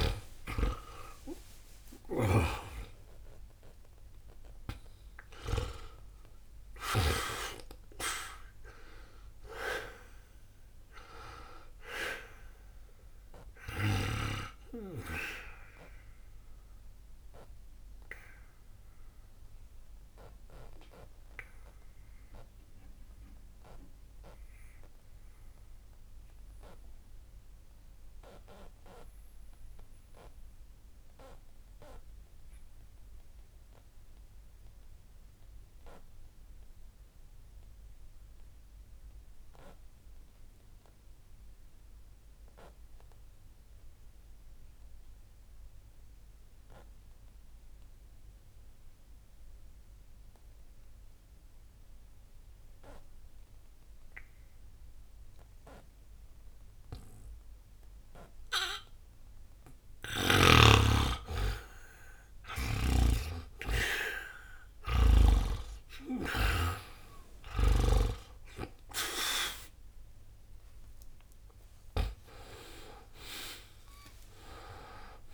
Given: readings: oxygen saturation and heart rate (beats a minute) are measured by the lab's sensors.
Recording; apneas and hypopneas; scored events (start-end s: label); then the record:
breathing in sleep by a room microphone; 1
0.00-3.00 s: arousal
0.00-39.50 s: oxygen desaturation (device-marked, oxygen 76% lowest, heart rate 60 extreme)
15.50-60.00 s: obstructive apnea (oxygen 97% before, 76% lowest, heart rate 66 before, 60 extreme, up 0 after)
57.50-75.34 s: oxygen desaturation (device-marked, oxygen 98% before, 87% lowest, heart rate 60 before, 60 extreme)
62.50-67.00 s: arousal
62.50-68.00 s: snoring (device-marked)
From the record:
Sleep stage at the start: N2 (light sleep); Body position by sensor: on the back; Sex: male